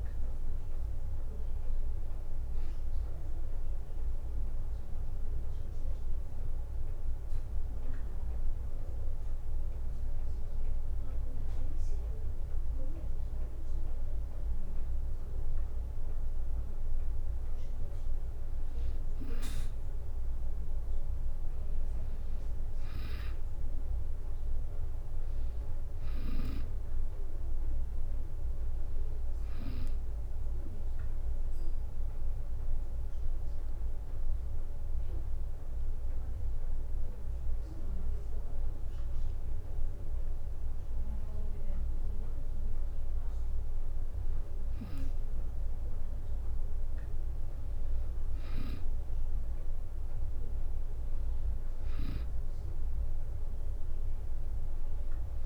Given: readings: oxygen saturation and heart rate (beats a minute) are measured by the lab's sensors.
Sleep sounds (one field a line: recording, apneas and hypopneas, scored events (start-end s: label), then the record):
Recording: breathing in sleep, hard to hear, by a room microphone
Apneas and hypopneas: 2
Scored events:
0.50-13.50 s: oxygen desaturation (device-marked, oxygen 97% before, 93% lowest, heart rate 64 before, 65 extreme)
4.50-14.50 s: obstructive apnea (oxygen 97% before, 93% lowest, heart rate 64 before, 65 extreme, up 1 after)
18.00-22.50 s: arousal
24.50-38.50 s: oxygen desaturation (device-marked, oxygen 97% before, 93% lowest, heart rate 66 before, 64 extreme)
33.50-43.50 s: hypopnea (oxygen 97% before, 93% lowest, heart rate 66 before, 65 extreme, up 2 after)
45.50-49.00 s: arousal
52.50-55.46 s: oxygen desaturation (device-marked, oxygen 97% before, 93% lowest, heart rate 66 before, 65 extreme)
From the record:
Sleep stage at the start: N2 (light sleep)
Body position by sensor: on the back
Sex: female